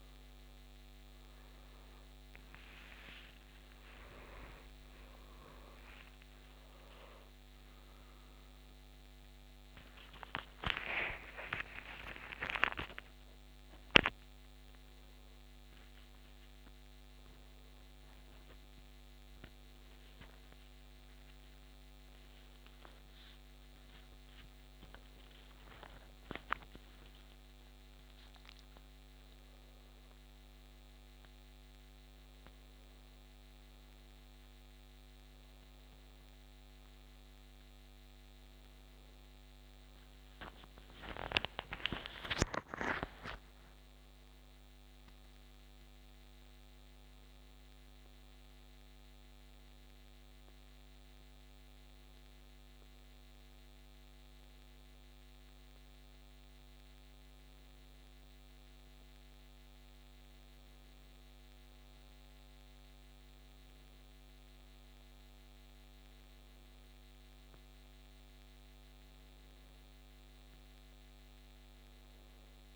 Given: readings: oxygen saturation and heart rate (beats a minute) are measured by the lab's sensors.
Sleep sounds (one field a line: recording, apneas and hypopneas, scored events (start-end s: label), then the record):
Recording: a person awake in a sleep study, by a microphone on the trachea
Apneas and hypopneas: none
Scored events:
0.00-12.00 s: oxygen desaturation (device-marked, oxygen 93% lowest, heart rate 73 extreme)
From the record:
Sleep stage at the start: awake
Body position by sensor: on the back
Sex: male